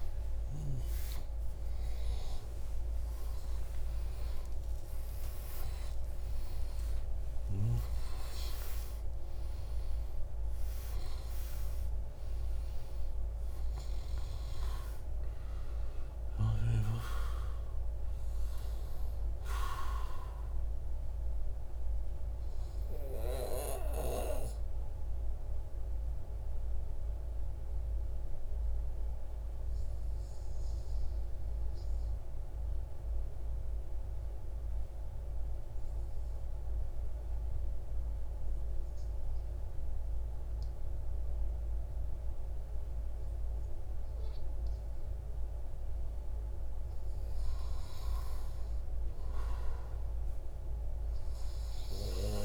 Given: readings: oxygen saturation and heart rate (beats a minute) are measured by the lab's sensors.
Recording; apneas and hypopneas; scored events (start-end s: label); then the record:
breathing in sleep by a room microphone; 1
0.00-6.00 s: arousal
25.00-46.00 s: mixed apnea (oxygen 99% before, 95% lowest)
From the record:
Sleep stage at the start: N2 (light sleep); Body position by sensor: on the right side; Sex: male